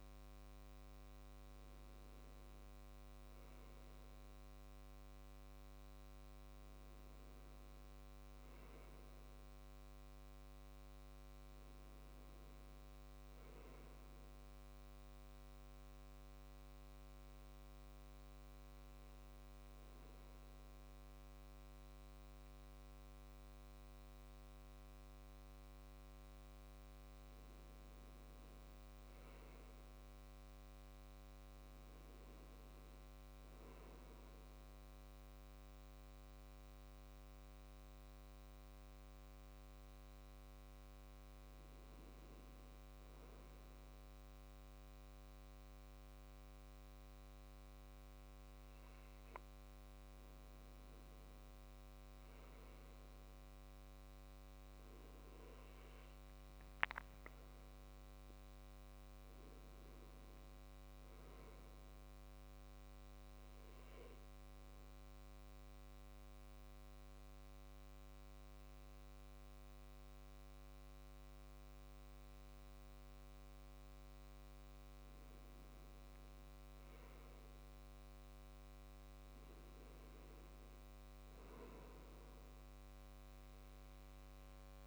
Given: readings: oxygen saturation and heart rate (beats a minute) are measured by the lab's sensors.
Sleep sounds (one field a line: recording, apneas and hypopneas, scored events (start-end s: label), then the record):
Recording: breathing in sleep, hard to hear, by a microphone on the trachea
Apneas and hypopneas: 2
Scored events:
15.00-26.50 s: mixed apnea (oxygen 96% before, 95% lowest, heart rate 71 before, 68 extreme, up 4 after)
28.50-32.50 s: arousal
57.50-61.00 s: arousal
64.50-76.00 s: obstructive apnea (oxygen 97% before, 91% lowest, heart rate 72 before, 65 extreme, up 6 after)
79.50-82.50 s: arousal
From the record:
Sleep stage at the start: N2 (light sleep)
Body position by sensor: on the left side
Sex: male